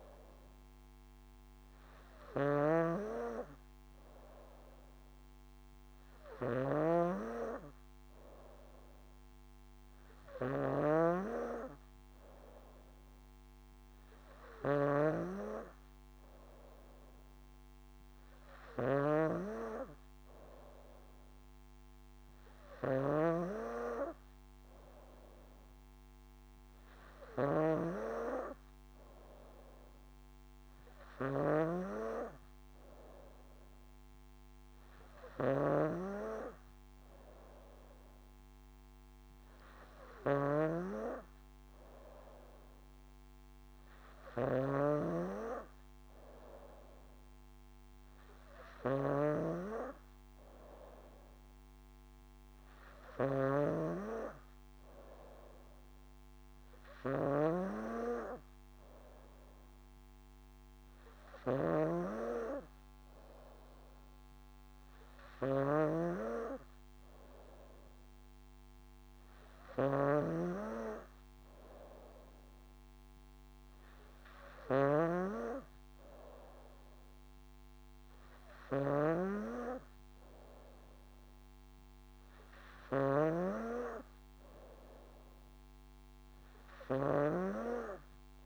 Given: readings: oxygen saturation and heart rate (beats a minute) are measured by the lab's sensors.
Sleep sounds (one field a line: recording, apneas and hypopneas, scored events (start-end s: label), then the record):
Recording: breathing in sleep by a microphone on the trachea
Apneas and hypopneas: none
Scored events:
2.50-88.46 s: snoring (device-marked)
From the record:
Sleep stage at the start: N3 (deep sleep)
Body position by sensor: on the back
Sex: female